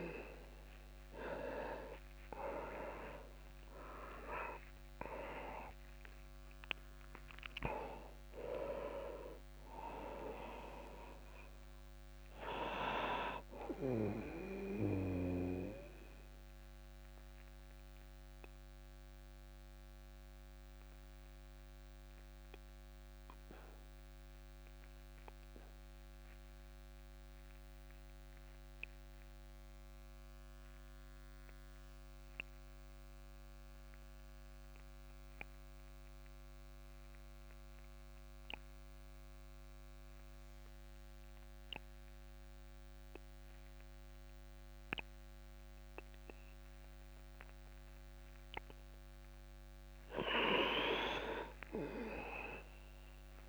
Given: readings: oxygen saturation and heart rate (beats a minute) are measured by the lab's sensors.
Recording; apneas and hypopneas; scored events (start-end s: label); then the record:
breathing in sleep by a microphone on the trachea; 1
0.00-5.00 s: arousal
0.00-35.50 s: oxygen desaturation (device-marked, oxygen 86% lowest)
16.00-49.00 s: obstructive apnea (oxygen 99% before, 86% lowest, heart rate 53 before, 27 extreme, up 34 after)
52.00-53.49 s: arousal
From the record:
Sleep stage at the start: N2 (light sleep); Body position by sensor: on the back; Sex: male